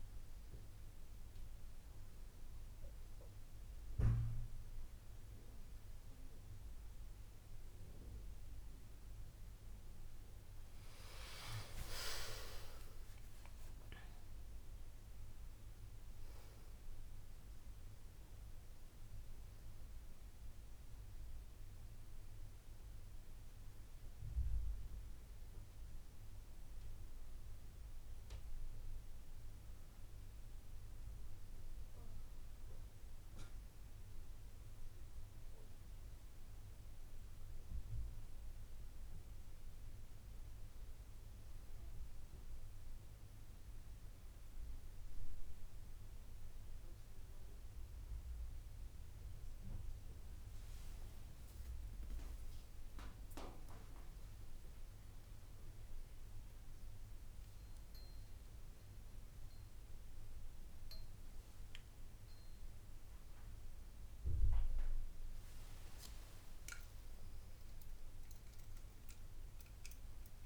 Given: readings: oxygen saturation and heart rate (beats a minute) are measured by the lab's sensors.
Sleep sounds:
a person awake in a sleep study, hard to hear, by a room microphone; none
11.00-14.50 s: arousal
From the record:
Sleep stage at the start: awake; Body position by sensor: on the back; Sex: female

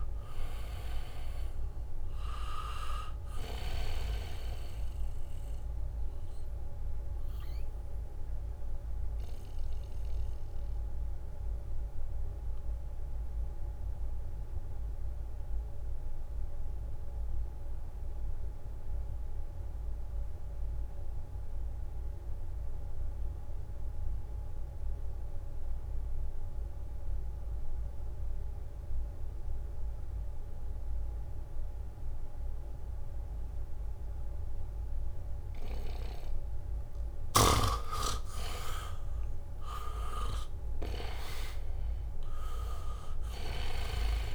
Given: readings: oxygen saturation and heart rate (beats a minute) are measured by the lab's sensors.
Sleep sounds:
breathing in sleep by a room microphone; 1
0.00-20.50 s: oxygen desaturation (device-marked, oxygen 78% lowest, heart rate 64 extreme)
6.50-37.00 s: mixed apnea (oxygen 99% before, 78% lowest, heart rate 68 before, 65 extreme, up 3 after)
27.50-31.00 s: leg movement (device-marked)
32.50-44.35 s: oxygen desaturation (device-marked, oxygen 99% before, 79% lowest, heart rate 71 before, 65 extreme)
40.50-44.35 s: arousal
From the record:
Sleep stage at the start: N2 (light sleep); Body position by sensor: on the back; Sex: male

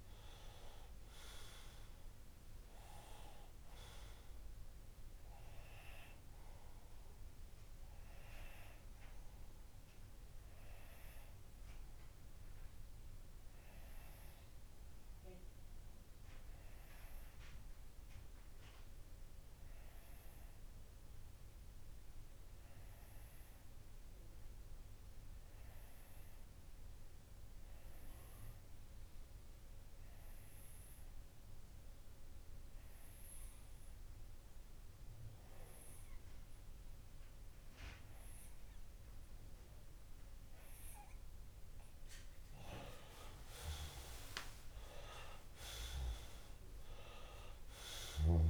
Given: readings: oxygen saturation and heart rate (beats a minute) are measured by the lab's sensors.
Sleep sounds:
breathing in sleep by a room microphone; 1
0.00-11.50 s: oxygen desaturation (device-marked, oxygen 94% lowest)
9.00-41.00 s: obstructive apnea (oxygen 97% before, 94% lowest)
42.50-48.50 s: oxygen desaturation (device-marked, oxygen 98% before, 94% lowest)
43.00-46.50 s: arousal
From the record:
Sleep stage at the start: N2 (light sleep); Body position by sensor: on the left side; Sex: male

